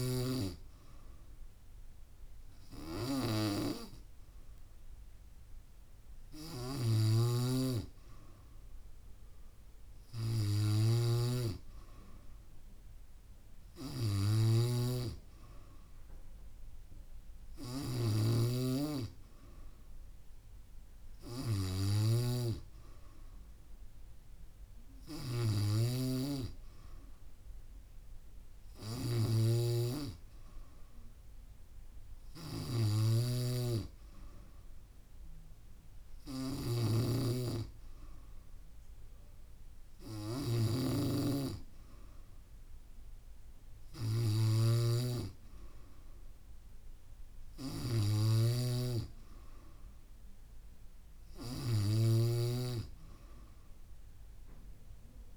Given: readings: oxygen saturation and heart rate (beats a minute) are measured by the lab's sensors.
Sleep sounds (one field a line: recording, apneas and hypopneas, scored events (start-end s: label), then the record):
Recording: breathing in sleep by a room microphone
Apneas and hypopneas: none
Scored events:
7.00-52.50 s: snoring (device-marked)
From the record:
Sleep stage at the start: N3 (deep sleep)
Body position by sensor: on the back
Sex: female